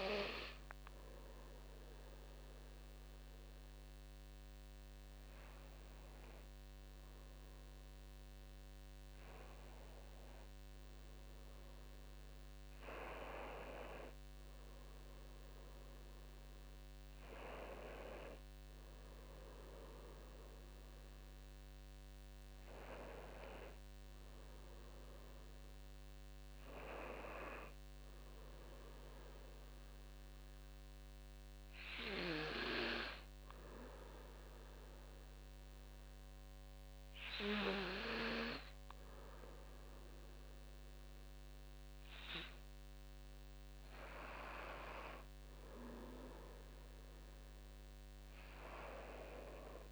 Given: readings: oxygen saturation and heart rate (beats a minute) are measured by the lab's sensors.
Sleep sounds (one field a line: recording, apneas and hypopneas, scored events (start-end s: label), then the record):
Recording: breathing in sleep by a microphone on the trachea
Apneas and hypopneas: none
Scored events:
41.00-49.92 s: oxygen desaturation (device-marked, oxygen 97% before, 94% lowest, heart rate 57 before, 55 extreme)
From the record:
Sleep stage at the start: N2 (light sleep)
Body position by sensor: on the back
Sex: male